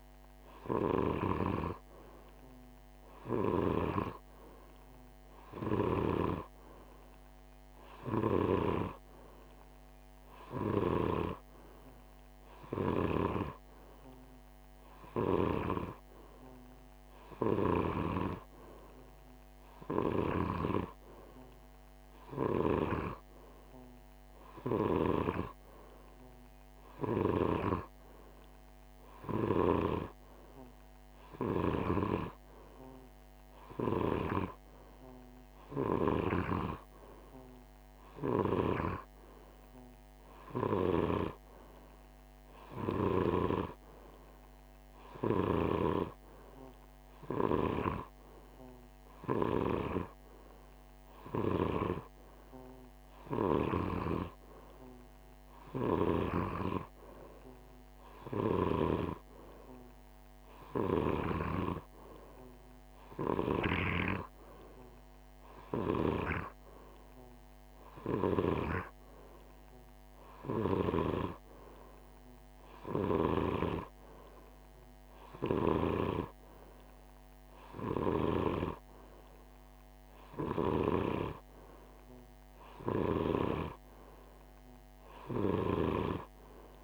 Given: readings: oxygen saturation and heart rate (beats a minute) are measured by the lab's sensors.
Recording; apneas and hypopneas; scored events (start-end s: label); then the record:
breathing in sleep by a microphone on the trachea; none
none scored
From the record:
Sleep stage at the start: N2 (light sleep); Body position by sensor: on the right side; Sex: male